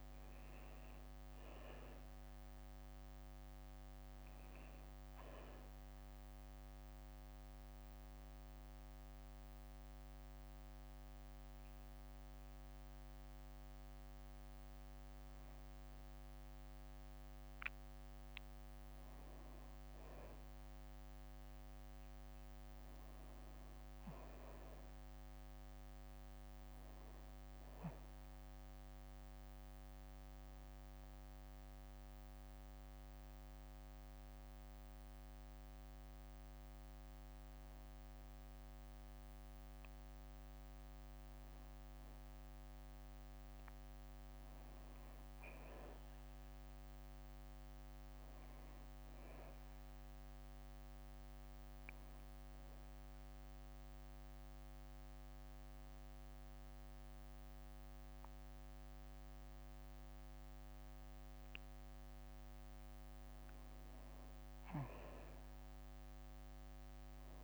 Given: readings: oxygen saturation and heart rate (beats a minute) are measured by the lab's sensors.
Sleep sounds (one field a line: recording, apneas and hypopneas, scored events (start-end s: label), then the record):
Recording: breathing in sleep, hard to hear, by a microphone on the trachea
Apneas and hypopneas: 3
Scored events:
0.00-2.50 s: arousal
6.50-16.50 s: hypopnea (oxygen 96% before, 93% lowest, heart rate 64 before, 63 extreme, up 2 after)
19.50-23.50 s: arousal
24.50-35.50 s: oxygen desaturation (device-marked, oxygen 96% before, 93% lowest, heart rate 64 before, 63 extreme)
30.00-40.00 s: hypopnea (oxygen 96% before, 92% lowest, heart rate 65 before, 63 extreme, up 3 after)
41.50-45.50 s: arousal
47.50-59.50 s: oxygen desaturation (device-marked, oxygen 96% before, 93% lowest, heart rate 64 before, 63 extreme)
52.50-62.50 s: hypopnea (oxygen 96% before, 92% lowest, heart rate 64 before, 63 extreme, up 1 after)
64.50-67.44 s: arousal
From the record:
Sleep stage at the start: N2 (light sleep)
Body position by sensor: on the back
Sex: female